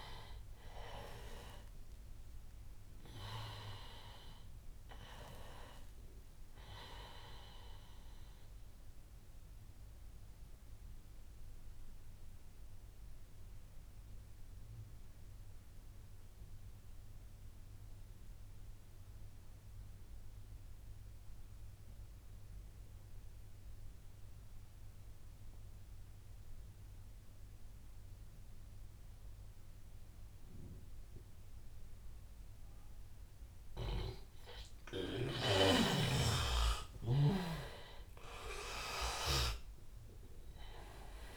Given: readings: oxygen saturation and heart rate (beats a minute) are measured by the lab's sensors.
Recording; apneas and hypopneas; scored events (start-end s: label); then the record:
breathing in sleep by a room microphone; 1
0.00-19.00 s: oxygen desaturation (device-marked, oxygen 88% lowest, heart rate 76 extreme)
8.50-35.50 s: obstructive apnea (oxygen 97% before, 88% lowest, heart rate 87 before, 76 extreme, up 10 after)
29.00-41.37 s: oxygen desaturation (device-marked, oxygen 99% before, 88% lowest, heart rate 82 before, 79 extreme)
36.50-40.50 s: arousal
From the record:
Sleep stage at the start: N2 (light sleep); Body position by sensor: on the back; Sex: male